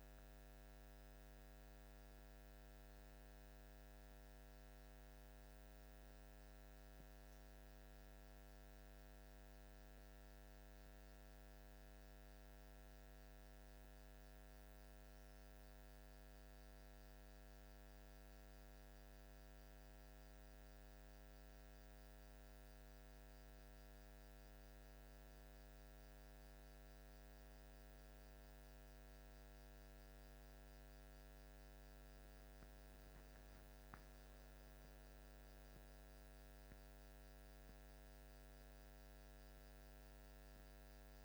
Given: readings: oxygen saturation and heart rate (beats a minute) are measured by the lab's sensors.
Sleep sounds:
a person awake in a sleep study, hard to hear, by a microphone on the trachea; none
none scored
From the record:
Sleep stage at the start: awake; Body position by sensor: on the back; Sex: male

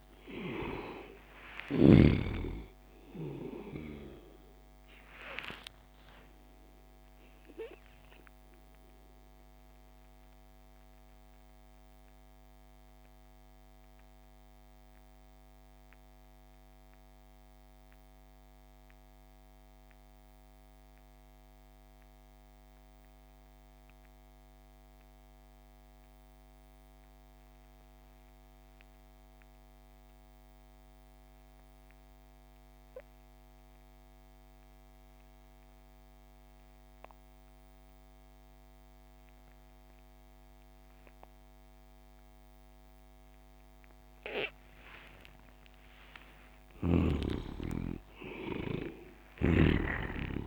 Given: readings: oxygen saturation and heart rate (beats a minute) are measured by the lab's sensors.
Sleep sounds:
breathing in sleep by a microphone on the trachea; 1
0.00-1.00 s: arousal
0.00-23.50 s: oxygen desaturation (device-marked, oxygen 81% lowest)
8.50-44.50 s: mixed apnea (oxygen 98% before, 71% lowest)
38.50-50.47 s: oxygen desaturation (device-marked, oxygen 97% before, 71% lowest)
46.00-50.47 s: arousal
From the record:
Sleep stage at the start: N2 (light sleep); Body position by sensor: on the back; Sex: male

